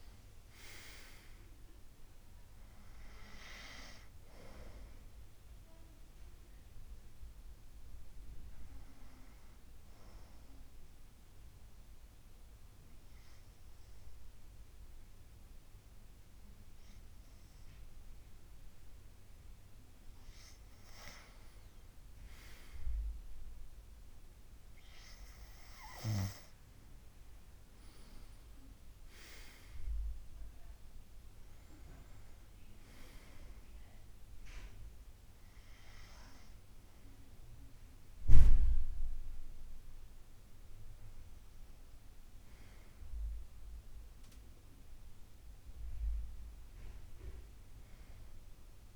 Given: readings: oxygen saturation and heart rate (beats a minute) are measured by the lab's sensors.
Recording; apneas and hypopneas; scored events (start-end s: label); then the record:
breathing in sleep by a room microphone; 1
10.00-21.00 s: obstructive apnea (oxygen 96% before, 93% lowest, heart rate 72 before, 68 extreme, up 3 after)
25.50-29.50 s: arousal
47.00-48.96 s: oxygen desaturation (device-marked, oxygen 96% before, 93% lowest, heart rate 73 before, 69 extreme)
From the record:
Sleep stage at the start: N2 (light sleep); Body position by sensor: on the back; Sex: male